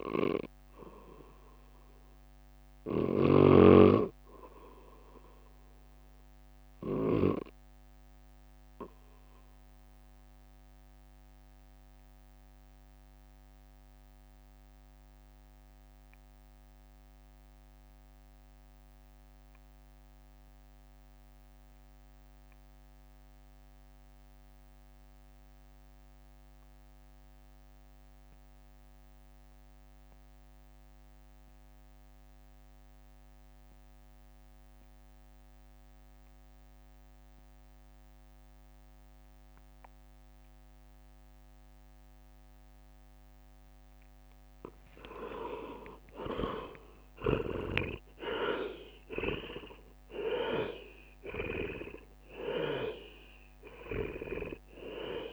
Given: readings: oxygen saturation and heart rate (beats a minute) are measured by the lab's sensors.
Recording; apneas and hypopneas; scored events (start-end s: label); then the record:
breathing in sleep by a microphone on the trachea; 1
0.00-9.50 s: drop in pulse transit time (device-marked, heart rate 55 extreme)
10.00-43.00 s: obstructive apnea (oxygen 97% before, 80% lowest, heart rate 57 before, 51 extreme, up 19 after)
36.50-55.33 s: new sleep stage, REM sleep
37.50-55.33 s: oxygen desaturation (device-marked, oxygen 97% before, 80% lowest, heart rate 53 before, 54 extreme)
44.50-49.00 s: arousal
46.00-47.50 s: leg movement (device-marked)
46.50-55.33 s: drop in pulse transit time (device-marked, heart rate 54 before, 58 extreme)
From the record:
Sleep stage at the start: N2 (light sleep); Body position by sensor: on the right side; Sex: male